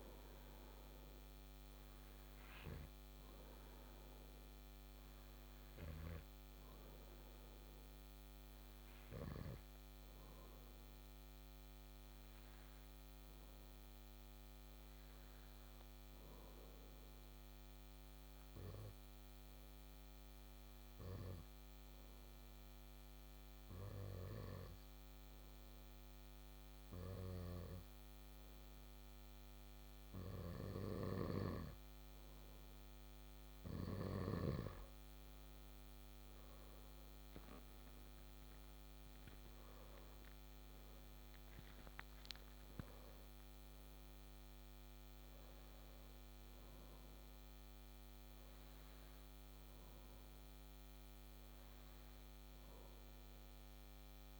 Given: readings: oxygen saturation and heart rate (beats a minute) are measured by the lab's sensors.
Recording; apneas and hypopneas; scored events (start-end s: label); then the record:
breathing in sleep by a microphone on the trachea; 1
17.50-33.00 s: obstructive apnea (oxygen 97% before, 96% lowest)
36.50-42.00 s: arousal
From the record:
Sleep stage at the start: N2 (light sleep); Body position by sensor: on the back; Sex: male